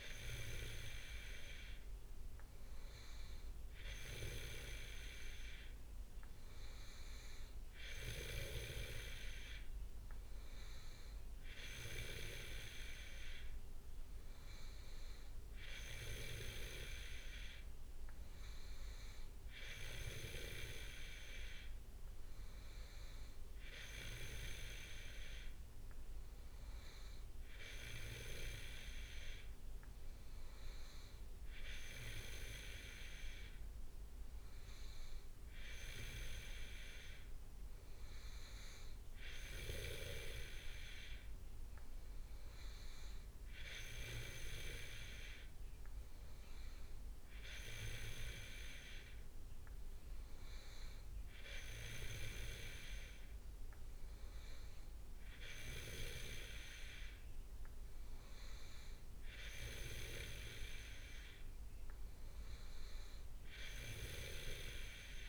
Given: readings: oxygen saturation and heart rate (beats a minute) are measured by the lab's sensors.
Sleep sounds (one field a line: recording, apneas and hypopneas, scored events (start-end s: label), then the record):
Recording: breathing in sleep by a room microphone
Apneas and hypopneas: none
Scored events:
none scored
From the record:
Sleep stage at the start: N2 (light sleep)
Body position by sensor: on the back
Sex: male